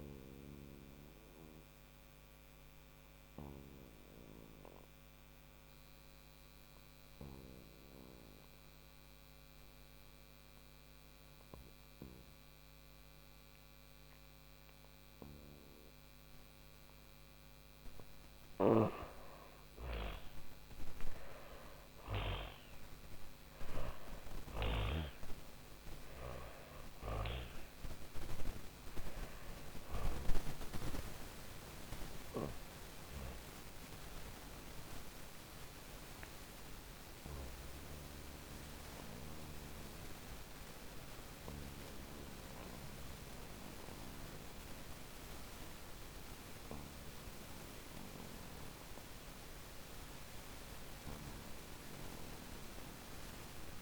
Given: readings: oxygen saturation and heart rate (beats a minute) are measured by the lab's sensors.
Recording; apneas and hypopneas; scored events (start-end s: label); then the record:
breathing in sleep by a microphone on the trachea; 2
1.50-16.50 s: hypopnea (oxygen 99% before, 89% lowest, heart rate 64 before, 46 extreme, up 13 after)
10.00-43.00 s: oxygen desaturation (device-marked, oxygen 99% before, 89% lowest, heart rate 56 before, 44 extreme)
16.50-23.00 s: snoring (device-marked)
18.00-23.00 s: arousal
29.50-45.50 s: hypopnea (oxygen 99% before, 89% lowest, heart rate 60 before, 44 extreme, up 10 after)
48.00-53.00 s: arousal
From the record:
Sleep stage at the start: N2 (light sleep); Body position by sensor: on the back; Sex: female